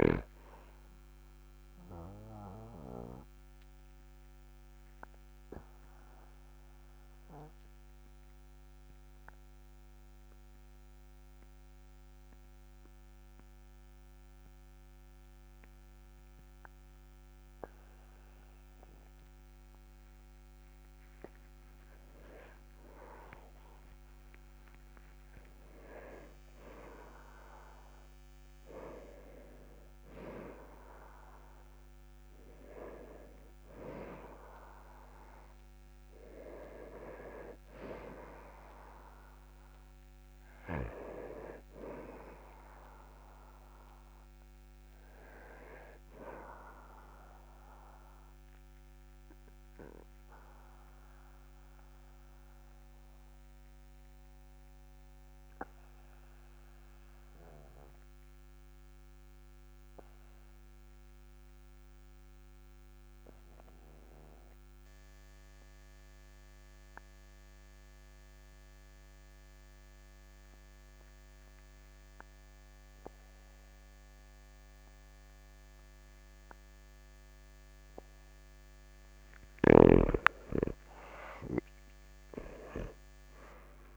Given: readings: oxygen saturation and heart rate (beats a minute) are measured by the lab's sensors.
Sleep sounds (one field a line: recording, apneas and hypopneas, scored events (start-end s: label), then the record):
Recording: breathing in sleep by a microphone on the trachea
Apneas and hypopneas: 2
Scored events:
0.00-13.00 s: oxygen desaturation (device-marked, oxygen 94% lowest, heart rate 37 extreme)
0.50-20.00 s: obstructive apnea (oxygen 99% before, 94% lowest, heart rate 47 before, 37 extreme, up 21 after)
22.00-26.00 s: arousal
46.50-78.50 s: obstructive apnea (oxygen 99% before, 93% lowest, heart rate 46 before, 38 extreme, up 12 after)
81.50-83.97 s: arousal
From the record:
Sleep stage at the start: N2 (light sleep)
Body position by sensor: on the back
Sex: male